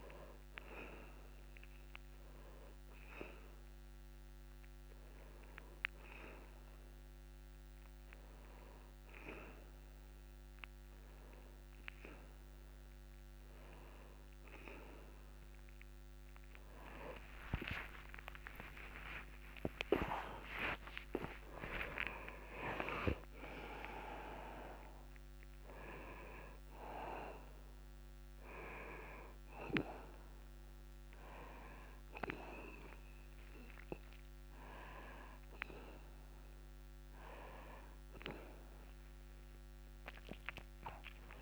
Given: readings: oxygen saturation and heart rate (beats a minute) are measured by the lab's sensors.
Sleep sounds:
a person partly awake in a sleep study, by a microphone on the trachea; none
17.00-19.00 s: long interval between heartbeats (device-marked, heart rate 72 before, 97 extreme)
19.50-21.50 s: long interval between heartbeats (device-marked, heart rate 75 before, 127 extreme)
22.00-41.42 s: new sleep stage, awake
From the record:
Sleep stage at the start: N1 (lightest sleep); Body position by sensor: on the back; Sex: male

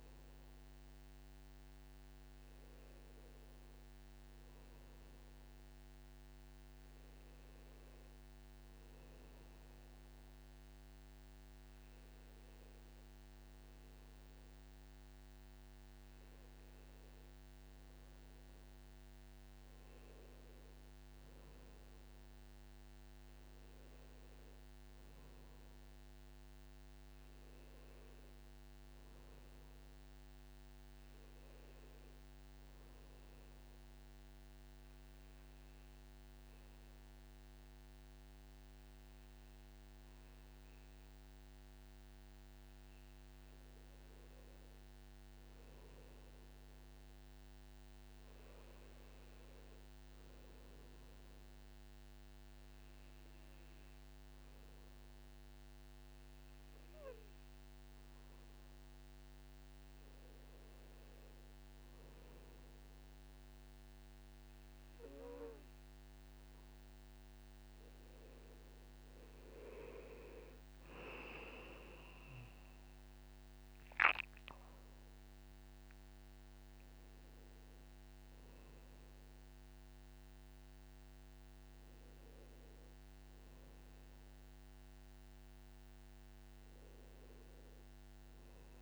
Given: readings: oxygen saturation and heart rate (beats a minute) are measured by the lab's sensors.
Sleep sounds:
breathing in sleep, hard to hear, by a microphone on the trachea; 1
0.00-14.00 s: oxygen desaturation (device-marked, oxygen 94% lowest, heart rate 57 extreme)
28.00-31.00 s: arousal
33.00-44.00 s: obstructive apnea (oxygen 98% before, 95% lowest, heart rate 60 before, 56 extreme, up 3 after)
45.00-48.50 s: arousal
From the record:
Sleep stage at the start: N2 (light sleep); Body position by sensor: on the back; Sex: male

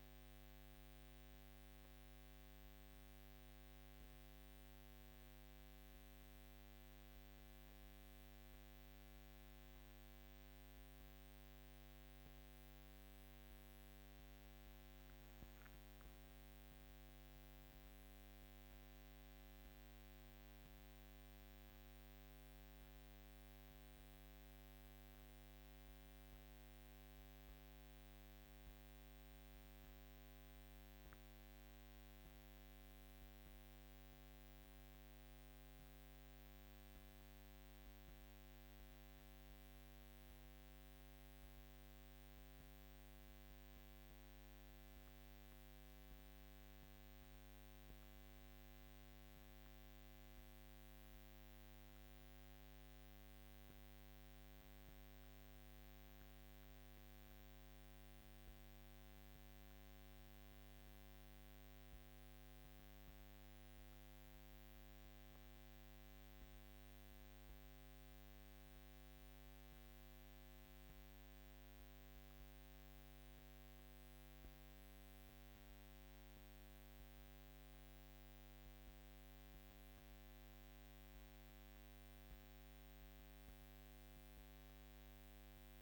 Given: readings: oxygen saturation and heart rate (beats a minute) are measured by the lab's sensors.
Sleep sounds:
breathing in sleep, hard to hear, by a microphone on the trachea; 1
15.00-18.50 s: arousal
21.00-38.50 s: obstructive apnea (oxygen 99% before, 96% lowest, heart rate 54 before, 50 extreme, up 3 after)
40.00-44.00 s: arousal
43.50-63.50 s: oxygen desaturation (device-marked, oxygen 99% before, 96% lowest, heart rate 52 before, 51 extreme)
From the record:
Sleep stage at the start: N2 (light sleep); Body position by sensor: on the back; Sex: female

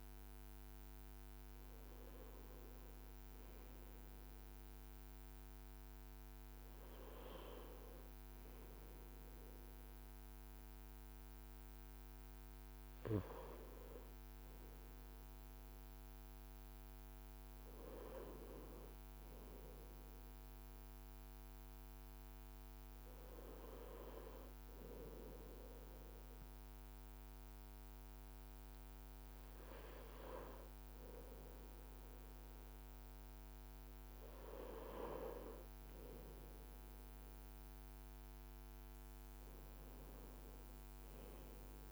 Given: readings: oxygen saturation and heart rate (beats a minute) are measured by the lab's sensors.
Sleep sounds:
breathing in sleep by a microphone on the trachea; none
none scored
From the record:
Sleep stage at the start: N2 (light sleep); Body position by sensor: on the right side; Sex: male

